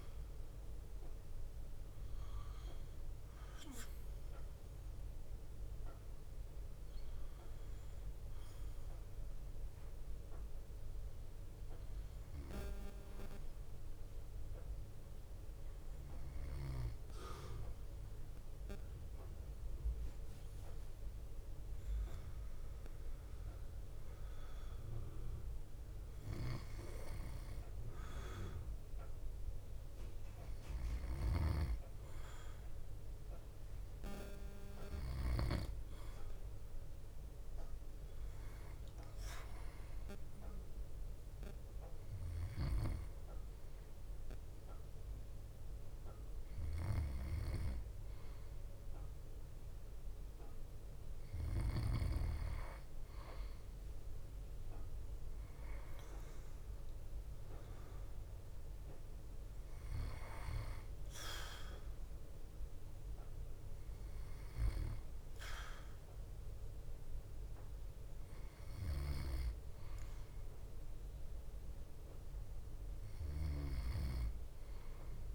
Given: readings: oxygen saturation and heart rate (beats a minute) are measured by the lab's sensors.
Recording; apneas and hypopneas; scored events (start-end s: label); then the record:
breathing in sleep by a room microphone; 1
2.00-13.50 s: hypopnea (oxygen 94% before, 91% lowest)
16.50-21.00 s: arousal
31.00-35.50 s: snoring (device-marked)
42.50-52.00 s: snoring (device-marked)
69.00-75.35 s: snoring (device-marked)
From the record:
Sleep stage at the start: N2 (light sleep); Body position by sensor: on the back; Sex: male